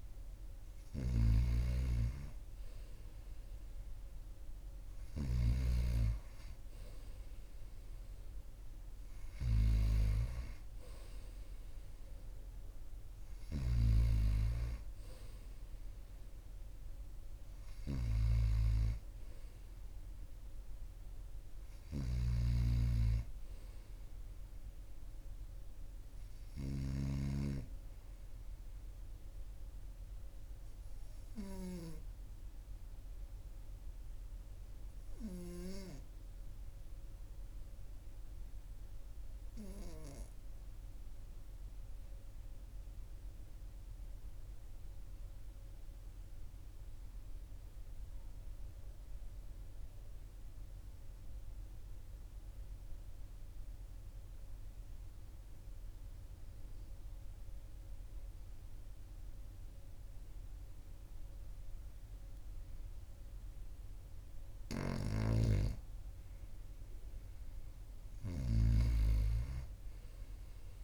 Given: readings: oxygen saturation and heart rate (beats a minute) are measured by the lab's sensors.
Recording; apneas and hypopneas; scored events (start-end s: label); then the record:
breathing in sleep by a room microphone; 1
0.00-5.00 s: snoring (device-marked)
21.50-27.00 s: snoring (device-marked)
38.50-64.50 s: obstructive apnea (oxygen 98% before, 94% lowest, heart rate 44 before, 42 extreme, up 1 after)
64.00-68.50 s: snoring (device-marked)
67.00-70.84 s: arousal
From the record:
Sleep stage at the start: N2 (light sleep); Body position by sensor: on the right side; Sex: male